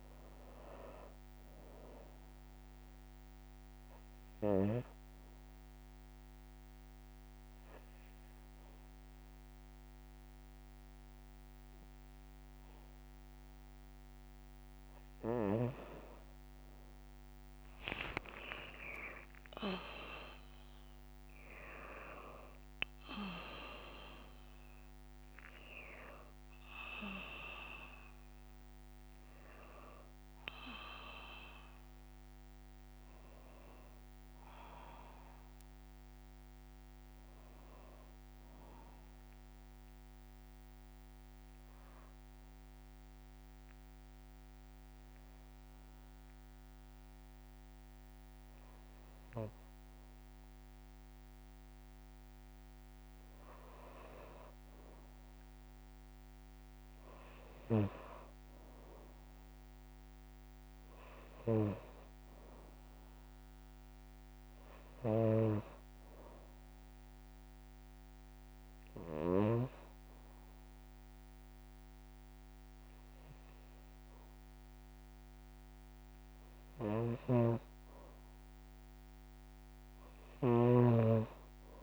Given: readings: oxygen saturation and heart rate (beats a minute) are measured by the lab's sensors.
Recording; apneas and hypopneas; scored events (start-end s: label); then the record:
breathing in sleep by a microphone on the trachea; 3
2.00-14.50 s: hypopnea (oxygen 97% before, 92% lowest, heart rate 56 before, 55 extreme, up 13 after)
2.50-12.50 s: oxygen desaturation (device-marked, oxygen 96% before, 93% lowest, heart rate 56 before, 55 extreme)
17.00-21.00 s: arousal
26.50-44.50 s: oxygen desaturation (device-marked, oxygen 96% before, 92% lowest, heart rate 61 before, 55 extreme)
40.00-51.50 s: hypopnea (oxygen 96% before, 92% lowest, heart rate 60 before, 55 extreme, up 2 after)
53.50-57.00 s: arousal
66.00-76.50 s: hypopnea (oxygen 97% before, 91% lowest, heart rate 56 before, 57 extreme, up 2 after)
From the record:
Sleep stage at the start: N2 (light sleep); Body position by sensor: on the back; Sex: female